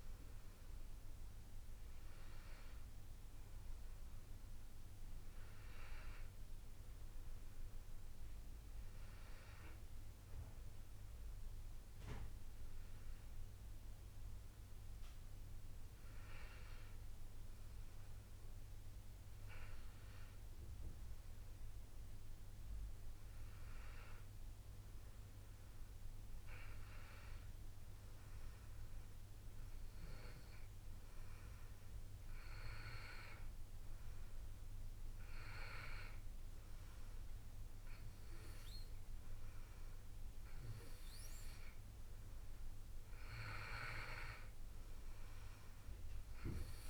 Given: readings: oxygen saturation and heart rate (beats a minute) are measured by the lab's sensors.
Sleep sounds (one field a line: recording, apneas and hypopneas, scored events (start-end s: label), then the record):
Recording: breathing in sleep by a room microphone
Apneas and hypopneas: none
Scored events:
0.00-6.00 s: oxygen desaturation (device-marked, oxygen 92% lowest, heart rate 83 extreme)
42.00-46.90 s: oxygen desaturation (device-marked, oxygen 96% before, 93% lowest, heart rate 87 before, 81 extreme)
From the record:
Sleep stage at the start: N2 (light sleep)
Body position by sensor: on the back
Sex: male